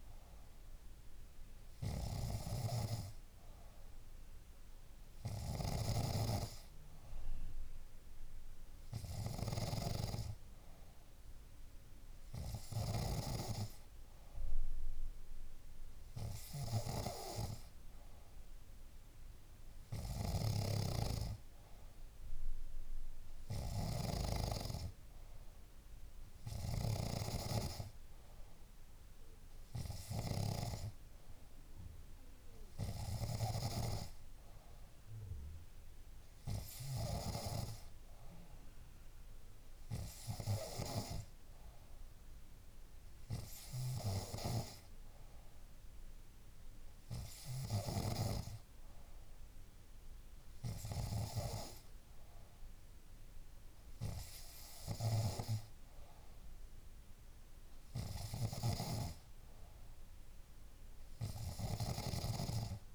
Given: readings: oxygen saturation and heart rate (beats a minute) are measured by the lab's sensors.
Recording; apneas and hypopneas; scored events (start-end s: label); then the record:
breathing in sleep by a room microphone; none
20.50-24.50 s: snoring (device-marked)
60.50-62.95 s: new sleep stage, N2 (light sleep)
From the record:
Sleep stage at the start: N3 (deep sleep); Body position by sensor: on the back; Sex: female